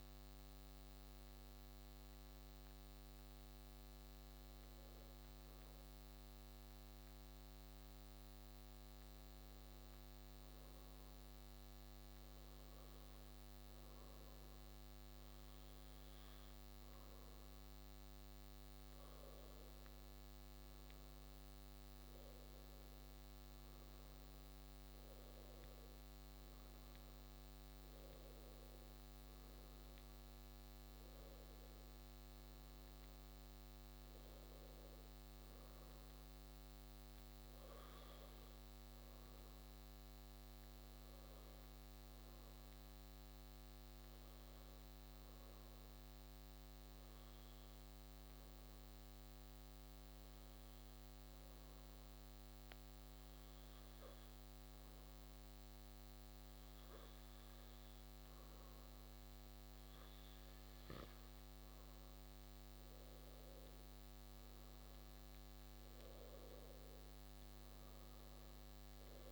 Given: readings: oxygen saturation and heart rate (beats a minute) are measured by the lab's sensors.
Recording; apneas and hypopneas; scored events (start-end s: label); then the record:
breathing in sleep, hard to hear, by a microphone on the trachea; 2
0.50-18.00 s: hypopnea (oxygen 95% before, 94% lowest)
19.50-24.00 s: arousal
41.50-60.00 s: hypopnea (oxygen 96% before, 93% lowest)
62.50-66.50 s: arousal
67.00-69.32 s: oxygen desaturation (device-marked, oxygen 96% before, 93% lowest)
From the record:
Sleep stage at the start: N2 (light sleep); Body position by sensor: on the back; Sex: male